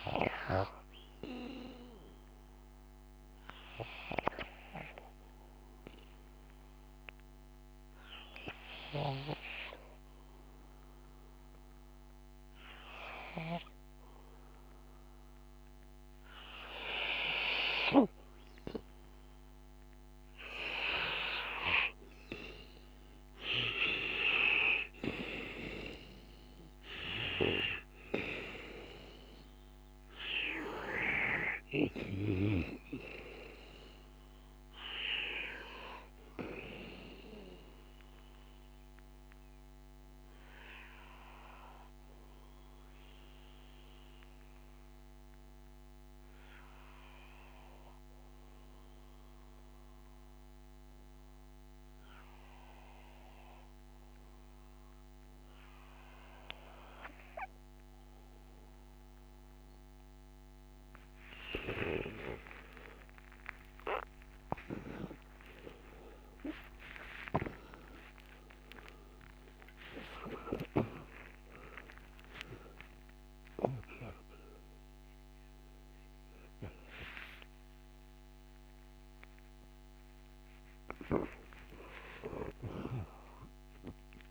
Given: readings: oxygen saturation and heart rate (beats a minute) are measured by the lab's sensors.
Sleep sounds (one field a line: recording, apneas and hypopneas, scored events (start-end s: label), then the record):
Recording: a person partly awake in a sleep study, by a microphone on the trachea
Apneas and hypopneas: 2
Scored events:
0.00-19.00 s: oxygen desaturation (device-marked, oxygen 84% lowest, heart rate 56 extreme)
1.00-20.00 s: obstructive apnea (oxygen 95% before, 79% lowest, heart rate 59 before, 56 extreme, up 9 after)
22.50-26.50 s: arousal
26.00-52.00 s: oxygen desaturation (device-marked, oxygen 88% before, 79% lowest, heart rate 58 before, 55 extreme)
38.50-60.50 s: obstructive apnea (oxygen 88% before, 79% lowest, heart rate 65 before, 55 extreme)
60.00-84.31 s: new sleep stage, awake
From the record:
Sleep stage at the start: N2 (light sleep)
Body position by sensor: on the back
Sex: male